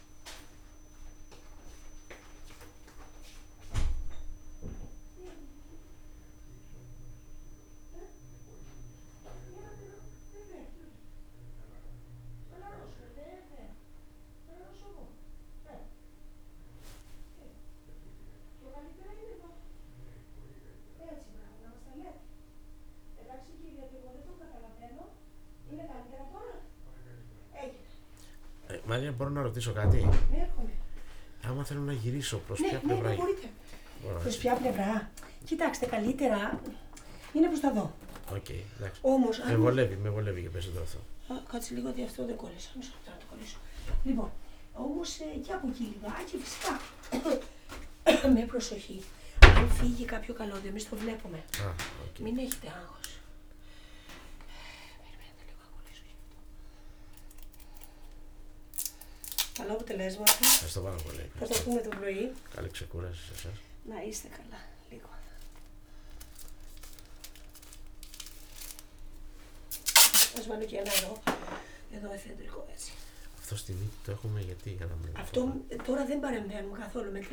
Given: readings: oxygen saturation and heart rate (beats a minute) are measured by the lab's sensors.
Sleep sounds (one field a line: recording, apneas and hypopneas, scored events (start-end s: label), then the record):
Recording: a person awake in a sleep study, by a room microphone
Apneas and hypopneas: none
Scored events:
28.00-31.50 s: snoring (device-marked)
From the record:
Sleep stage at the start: awake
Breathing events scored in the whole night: 273 in 4.9 hours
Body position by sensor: on the back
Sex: male